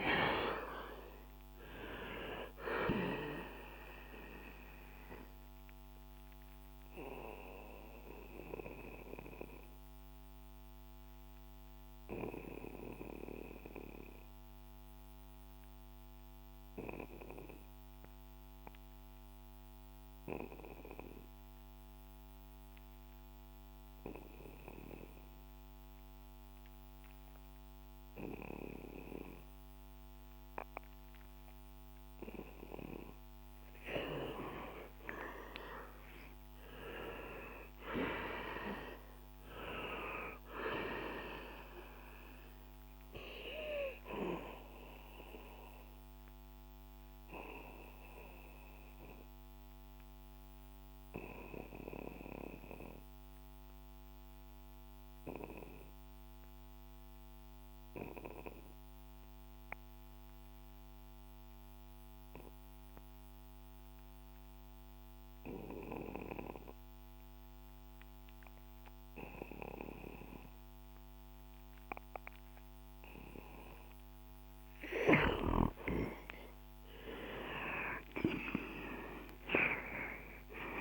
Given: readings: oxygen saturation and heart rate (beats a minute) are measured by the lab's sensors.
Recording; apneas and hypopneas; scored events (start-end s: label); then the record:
breathing in sleep by a microphone on the trachea; 2
5.50-33.00 s: obstructive apnea (oxygen 97% before, 87% lowest, heart rate 72 before, 63 extreme, up 11 after)
19.00-24.00 s: oxygen desaturation (device-marked, oxygen 91% before, 87% lowest, heart rate 68 before, 64 extreme)
32.00-65.00 s: oxygen desaturation (device-marked, oxygen 99% before, 89% lowest, heart rate 67 before, 61 extreme)
35.50-40.00 s: arousal
46.00-72.00 s: obstructive apnea (oxygen 99% before, 87% lowest, heart rate 68 before, 61 extreme, up 10 after)
76.00-80.81 s: arousal
78.00-80.81 s: oxygen desaturation (device-marked, oxygen 98% before, 87% lowest, heart rate 65 before, 64 extreme)
From the record:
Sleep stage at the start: N2 (light sleep); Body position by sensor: on the back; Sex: male